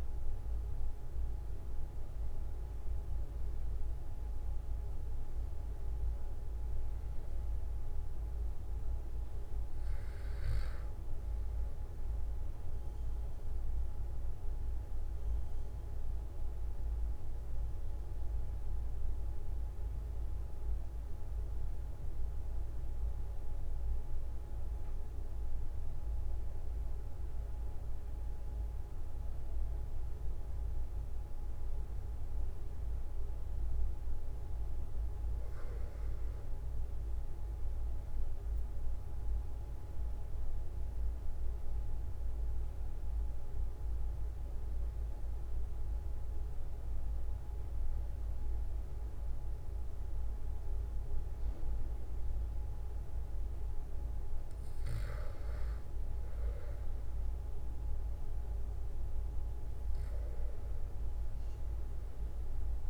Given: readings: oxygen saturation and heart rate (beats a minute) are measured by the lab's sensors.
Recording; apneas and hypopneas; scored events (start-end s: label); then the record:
breathing in sleep, hard to hear, by a room microphone; 1
8.50-62.90 s: new sleep stage, N2 (light sleep)
13.50-34.50 s: obstructive apnea (oxygen 97% before, 93% lowest, heart rate 47 before, 43 extreme, up 5 after)
36.50-41.00 s: arousal
From the record:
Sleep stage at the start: REM sleep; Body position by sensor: on the back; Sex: male